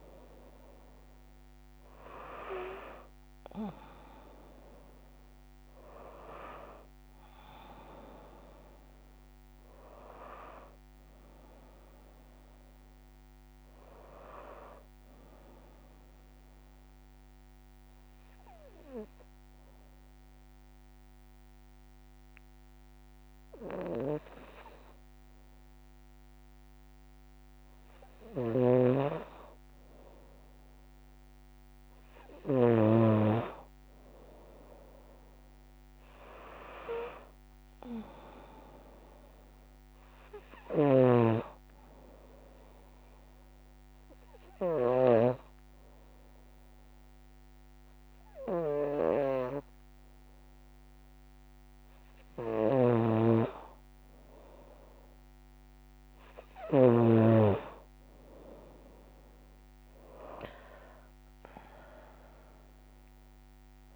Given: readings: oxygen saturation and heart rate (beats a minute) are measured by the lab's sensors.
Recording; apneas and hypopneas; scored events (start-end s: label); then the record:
breathing in sleep by a microphone on the trachea; 2
0.00-4.00 s: arousal
4.00-25.00 s: oxygen desaturation (device-marked, oxygen 96% before, 92% lowest, heart rate 59 before, 58 extreme)
16.00-26.50 s: obstructive apnea (oxygen 96% before, 91% lowest, heart rate 61 before, 57 extreme, up 1 after)
27.50-32.50 s: snoring (device-marked)
29.50-34.00 s: arousal
37.00-53.00 s: oxygen desaturation (device-marked, oxygen 97% before, 92% lowest, heart rate 58 before, 57 extreme)
41.00-52.00 s: obstructive apnea (oxygen 97% before, 91% lowest, heart rate 59 before, 57 extreme, up 3 after)
52.00-56.50 s: snoring (device-marked)
56.50-60.50 s: arousal
61.00-63.96 s: oxygen desaturation (device-marked, oxygen 96% before, 91% lowest, heart rate 59 before, 57 extreme)
From the record:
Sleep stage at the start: N2 (light sleep); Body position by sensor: on the left side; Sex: female